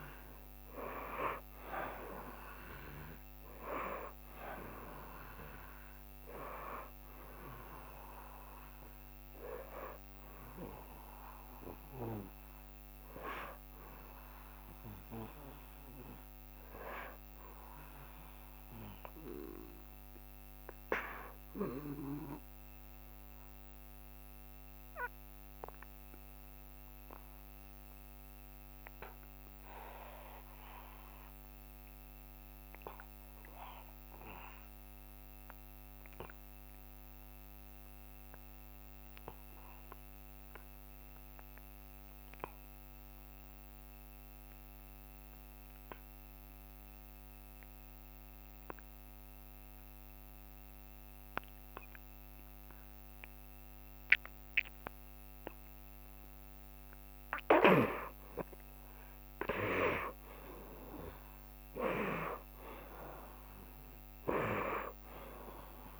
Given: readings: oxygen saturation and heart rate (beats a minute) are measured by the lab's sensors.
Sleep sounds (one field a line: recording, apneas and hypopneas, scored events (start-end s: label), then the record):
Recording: breathing in sleep by a microphone on the trachea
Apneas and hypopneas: 1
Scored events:
0.00-2.50 s: arousal
0.00-21.00 s: oxygen desaturation (device-marked, oxygen 79% lowest, heart rate 66 extreme)
23.00-56.00 s: obstructive apnea (oxygen 94% before, 77% lowest, heart rate 68 before, 66 extreme, up 2 after)
40.00-66.00 s: oxygen desaturation (device-marked, oxygen 94% before, 77% lowest, heart rate 66 before, 65 extreme)
58.50-64.00 s: arousal
From the record:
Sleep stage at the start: N2 (light sleep)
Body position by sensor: on the back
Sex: male